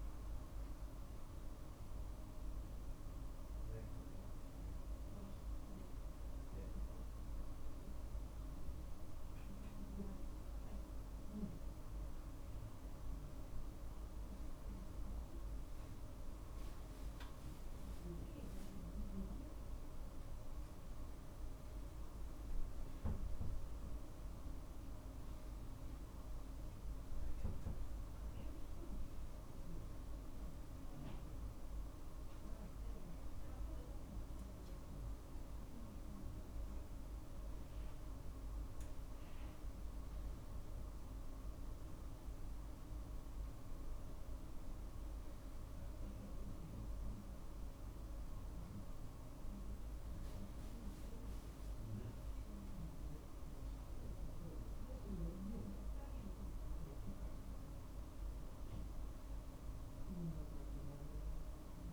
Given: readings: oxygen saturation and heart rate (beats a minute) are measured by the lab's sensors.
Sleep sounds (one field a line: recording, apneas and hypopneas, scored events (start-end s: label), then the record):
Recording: breathing in sleep, hard to hear, by a room microphone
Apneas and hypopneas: none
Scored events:
21.50-31.50 s: drop in pulse transit time (device-marked, heart rate 51 before, 50 extreme)
From the record:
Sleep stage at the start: N2 (light sleep)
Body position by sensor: on the right side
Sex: male